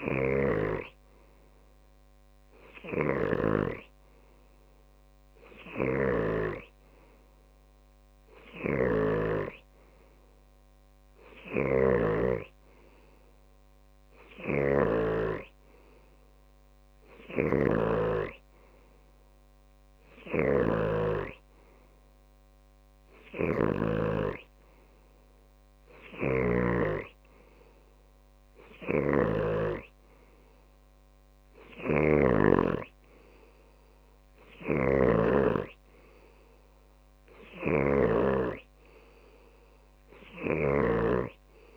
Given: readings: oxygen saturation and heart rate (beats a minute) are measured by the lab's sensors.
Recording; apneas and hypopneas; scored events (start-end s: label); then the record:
breathing in sleep by a microphone on the trachea; none
0.00-13.00 s: snoring (device-marked)
15.00-27.50 s: snoring (device-marked)
29.50-36.00 s: snoring (device-marked)
38.00-41.50 s: snoring (device-marked)
From the record:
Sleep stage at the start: N2 (light sleep); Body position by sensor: on the left side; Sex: male